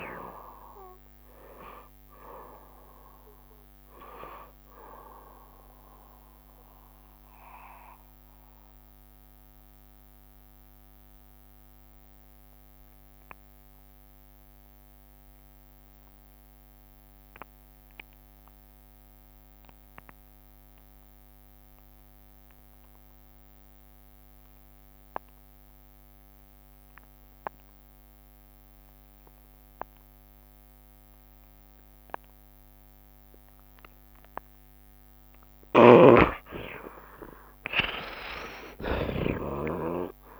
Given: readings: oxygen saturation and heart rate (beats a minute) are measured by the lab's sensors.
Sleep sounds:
breathing in sleep by a microphone on the trachea; 1
0.00-1.50 s: long interval between heartbeats (device-marked)
0.00-22.00 s: oxygen desaturation (device-marked, oxygen 57% lowest)
0.00-40.40 s: bradycardia (device-marked)
2.00-4.00 s: long interval between heartbeats (device-marked)
5.00-7.00 s: long interval between heartbeats (device-marked, heart rate 30 before, 52 extreme)
7.50-34.50 s: mixed apnea (oxygen 82% before, 55% lowest)
10.00-12.00 s: long interval between heartbeats (device-marked, heart rate 37 before, 39 extreme)
16.00-18.00 s: long interval between heartbeats (device-marked, heart rate 40 before, 32 extreme)
24.00-40.40 s: oxygen desaturation (device-marked, oxygen 83% before, 55% lowest)
36.50-40.00 s: arousal
38.50-40.40 s: long interval between heartbeats (device-marked)
From the record:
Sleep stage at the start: N2 (light sleep); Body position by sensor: on the right side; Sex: male

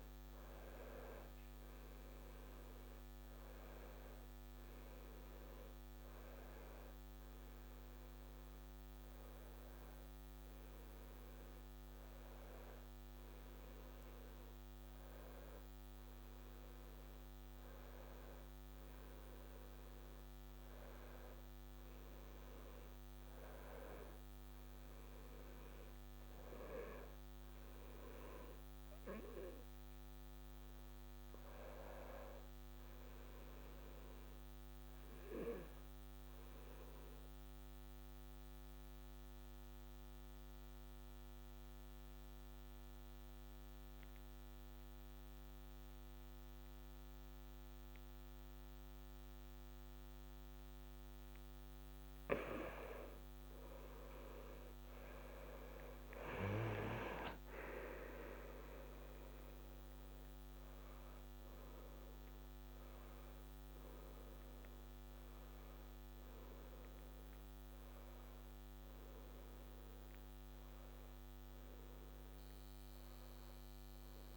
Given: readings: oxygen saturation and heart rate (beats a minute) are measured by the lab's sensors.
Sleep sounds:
breathing in sleep by a microphone on the trachea; 1
0.00-16.00 s: oxygen desaturation (device-marked, oxygen 91% lowest, heart rate 68 extreme)
19.50-24.00 s: arousal
36.00-52.00 s: obstructive apnea (oxygen 97% before, 87% lowest, heart rate 73 before, 66 extreme, up 2 after)
52.00-74.37 s: oxygen desaturation (device-marked, oxygen 95% before, 87% lowest, heart rate 69 before, 66 extreme)
53.00-57.00 s: arousal
From the record:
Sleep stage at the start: N2 (light sleep); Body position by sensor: on the back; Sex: male

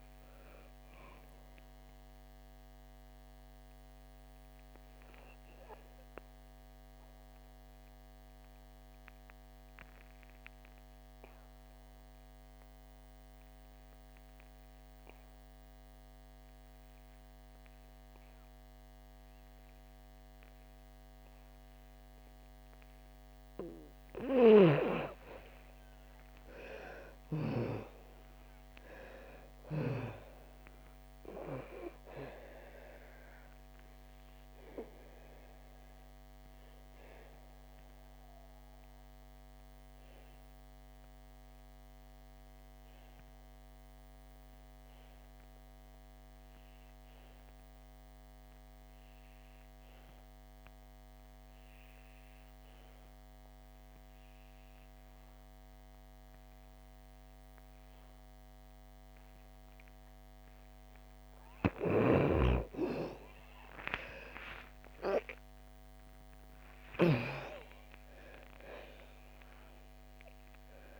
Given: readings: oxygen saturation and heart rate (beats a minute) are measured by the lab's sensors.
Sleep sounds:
breathing in sleep by a microphone on the trachea; 2
0.00-19.50 s: oxygen desaturation (device-marked, oxygen 78% lowest, heart rate 56 extreme)
5.50-22.50 s: obstructive apnea (oxygen 98% before, 78% lowest, heart rate 73 before, 54 extreme, up 19 after)
21.50-50.50 s: oxygen desaturation (device-marked, oxygen 99% before, 82% lowest, heart rate 62 before, 54 extreme)
24.00-27.50 s: snoring (device-marked)
24.50-29.00 s: arousal
33.50-59.50 s: obstructive apnea (oxygen 99% before, 76% lowest, heart rate 68 before, 54 extreme, up 24 after)
52.50-71.00 s: oxygen desaturation (device-marked, oxygen 98% before, 78% lowest, heart rate 62 before, 59 extreme)
61.50-67.00 s: snoring (device-marked)
62.50-66.00 s: arousal
From the record:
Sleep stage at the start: N2 (light sleep); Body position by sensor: on the back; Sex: female

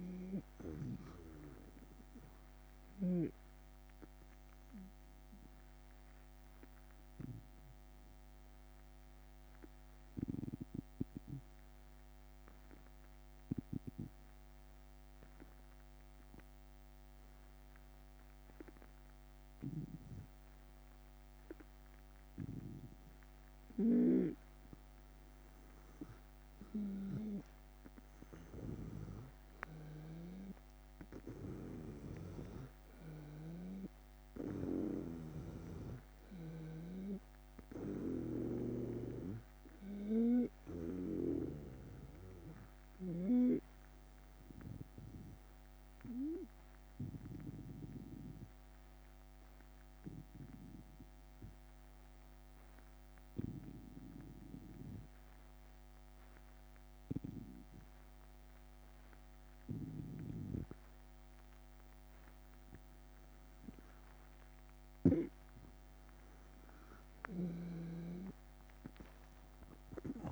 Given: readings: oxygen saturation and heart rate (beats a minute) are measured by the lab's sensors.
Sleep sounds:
breathing in sleep by a microphone on the trachea; 2
0.00-3.00 s: snoring (device-marked)
4.50-22.50 s: obstructive apnea (oxygen 98% before, 93% lowest, heart rate 83 before, 76 extreme, up 4 after)
23.50-30.00 s: snoring (device-marked)
25.50-30.00 s: arousal
47.50-66.00 s: obstructive apnea (oxygen 97% before, 92% lowest, heart rate 82 before, 75 extreme, up 8 after)
69.00-70.32 s: drop in pulse transit time (device-marked, heart rate 78 before, 81 extreme)
From the record:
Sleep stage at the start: N2 (light sleep); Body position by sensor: on the right side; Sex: male

